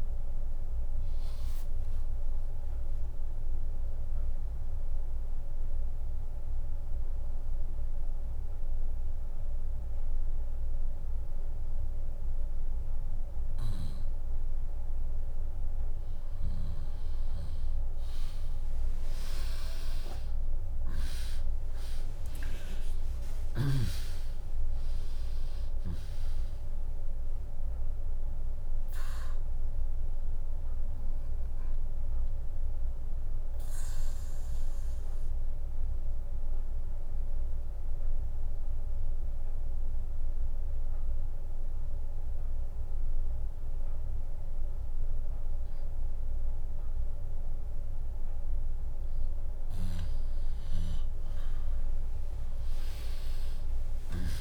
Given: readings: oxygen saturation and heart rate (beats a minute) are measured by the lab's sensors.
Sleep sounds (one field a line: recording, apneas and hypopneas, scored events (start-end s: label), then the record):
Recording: breathing in sleep by a room microphone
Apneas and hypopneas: 2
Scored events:
0.00-4.50 s: drop in pulse transit time (device-marked, heart rate 78 extreme)
0.00-7.50 s: oxygen desaturation (device-marked, oxygen 96% lowest, heart rate 58 extreme)
2.50-54.41 s: new sleep stage, N2 (light sleep)
3.00-15.00 s: central apnea (oxygen 100% before, 95% lowest, heart rate 77 before, 58 extreme)
15.50-17.50 s: bradycardia (device-marked, heart rate 80 before, 63 extreme)
19.50-24.00 s: arousal
22.50-42.50 s: oxygen desaturation (device-marked, oxygen 99% before, 95% lowest, heart rate 74 before, 60 extreme)
25.50-41.50 s: drop in pulse transit time (device-marked, heart rate 71 before, 75 extreme)
30.00-48.50 s: mixed apnea (oxygen 100% before, 95% lowest, heart rate 70 before, 60 extreme)
50.50-54.41 s: arousal
From the record:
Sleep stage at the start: N1 (lightest sleep)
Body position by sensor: on the left side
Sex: female